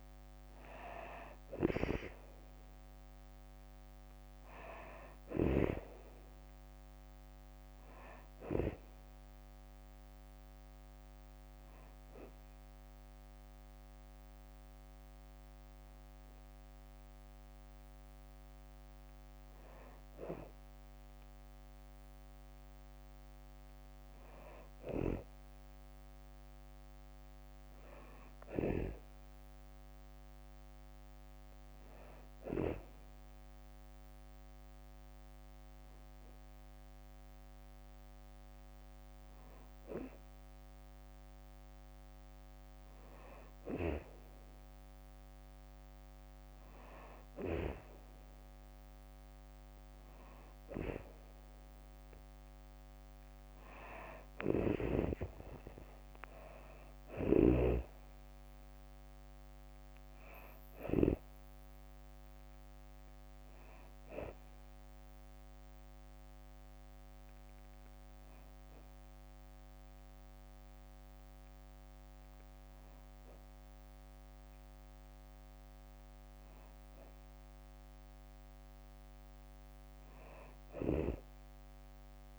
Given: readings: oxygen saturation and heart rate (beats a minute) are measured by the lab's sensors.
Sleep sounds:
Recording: breathing in sleep by a microphone on the trachea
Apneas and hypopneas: 1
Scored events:
0.00-1.50 s: arousal
1.00-5.00 s: snoring (device-marked)
3.50-11.50 s: oxygen desaturation (device-marked, oxygen 97% before, 93% lowest, heart rate 64 before, 62 extreme)
11.50-23.00 s: hypopnea (oxygen 97% before, 94% lowest, heart rate 66 before, 62 extreme, up 3 after)
25.00-27.50 s: arousal
53.50-67.50 s: drop in pulse transit time (device-marked, heart rate 67 before, 64 extreme)
54.50-57.50 s: arousal
56.50-60.50 s: snoring (device-marked)
From the record:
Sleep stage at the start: N2 (light sleep)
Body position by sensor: on the back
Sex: female

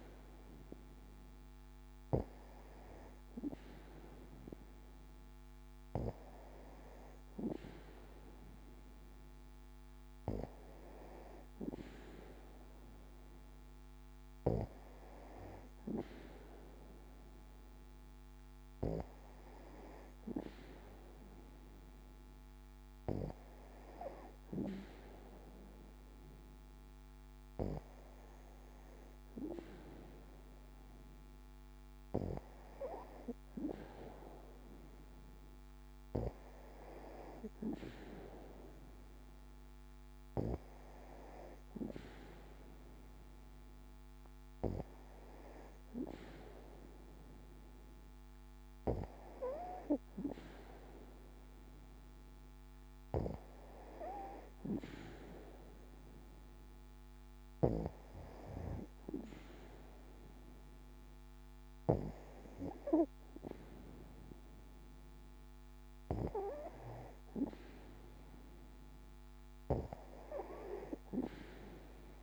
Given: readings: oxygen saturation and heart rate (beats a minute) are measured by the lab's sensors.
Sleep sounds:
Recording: breathing in sleep by a microphone on the trachea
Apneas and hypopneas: none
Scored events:
none scored
From the record:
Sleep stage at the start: N2 (light sleep)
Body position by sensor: on the back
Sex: female

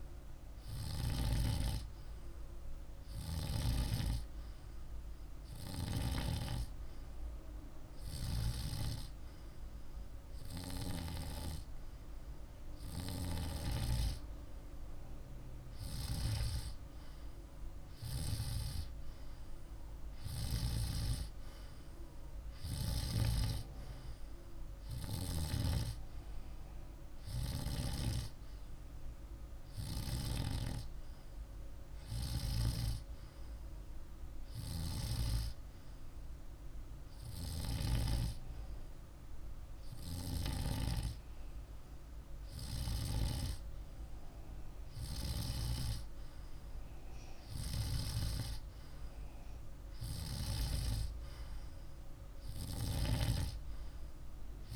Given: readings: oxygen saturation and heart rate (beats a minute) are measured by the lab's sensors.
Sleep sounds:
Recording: breathing in sleep by a room microphone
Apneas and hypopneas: 2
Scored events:
4.50-15.00 s: hypopnea (oxygen 97% before, 95% lowest, heart rate 50 before, 50 extreme, up 0 after)
17.00-20.50 s: arousal
35.50-46.50 s: hypopnea (oxygen 97% before, 95% lowest, heart rate 51 before, 50 extreme, up 1 after)
49.00-52.00 s: arousal
From the record:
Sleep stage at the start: N2 (light sleep)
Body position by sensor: on the back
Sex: male

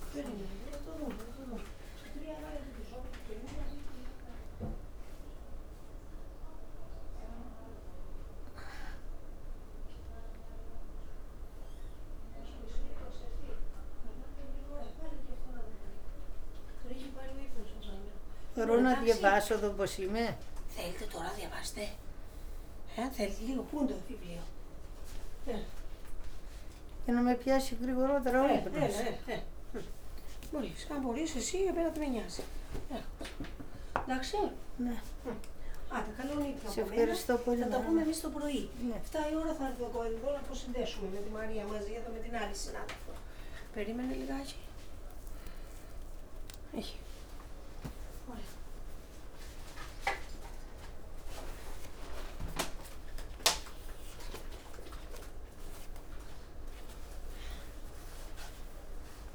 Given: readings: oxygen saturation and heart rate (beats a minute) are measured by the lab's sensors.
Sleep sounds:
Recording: a person awake in a sleep study, by a room microphone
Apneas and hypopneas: none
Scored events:
0.00-1.00 s: oxygen desaturation (device-marked, oxygen 92% lowest)
16.00-17.00 s: leg movement (device-marked)
25.00-27.00 s: leg movement (device-marked)
29.50-38.50 s: leg movement (device-marked)
41.50-43.00 s: leg movement (device-marked)
46.00-52.00 s: leg movement (device-marked)
54.00-59.35 s: oxygen desaturation (device-marked, oxygen 93% before, 89% lowest, heart rate 179 before, 136 extreme)
57.00-59.35 s: leg movement (device-marked)
From the record:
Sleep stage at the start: awake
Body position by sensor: on the back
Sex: female

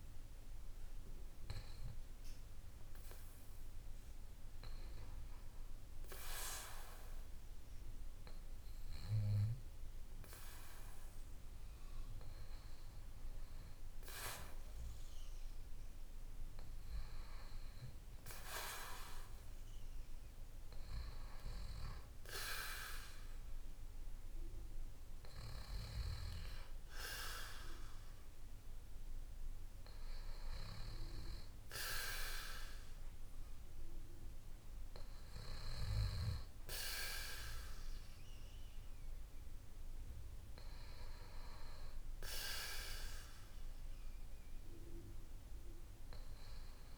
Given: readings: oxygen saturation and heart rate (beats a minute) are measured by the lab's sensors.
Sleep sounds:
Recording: a person awake in a sleep study, by a room microphone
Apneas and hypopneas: none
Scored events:
22.50-46.98 s: new sleep stage, awake
From the record:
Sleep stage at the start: N2 (light sleep)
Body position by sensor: on the back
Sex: male

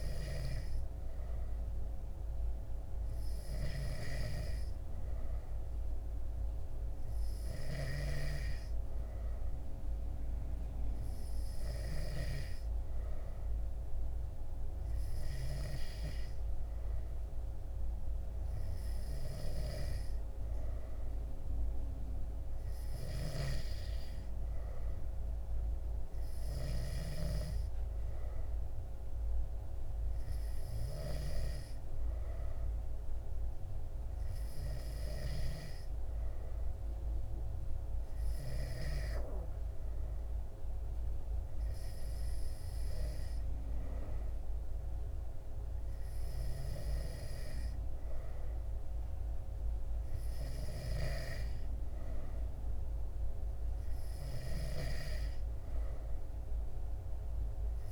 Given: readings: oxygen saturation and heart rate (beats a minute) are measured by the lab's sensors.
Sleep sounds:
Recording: breathing in sleep by a room microphone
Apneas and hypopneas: none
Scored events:
none scored
From the record:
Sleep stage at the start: N2 (light sleep)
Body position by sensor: on the back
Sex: male

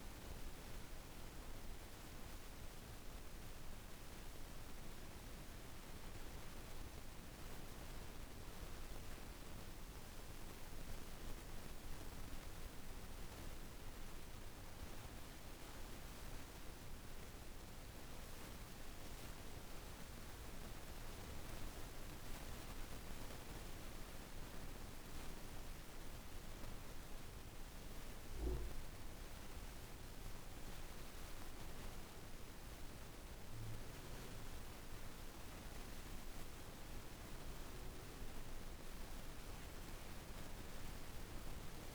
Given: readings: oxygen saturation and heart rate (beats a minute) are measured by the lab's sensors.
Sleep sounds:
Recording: breathing in sleep, hard to hear, by a room microphone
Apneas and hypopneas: none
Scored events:
24.00-34.00 s: oxygen desaturation (device-marked, oxygen 96% before, 92% lowest, heart rate 56 before, 54 extreme)
From the record:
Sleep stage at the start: N1 (lightest sleep)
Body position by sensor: on the back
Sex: female

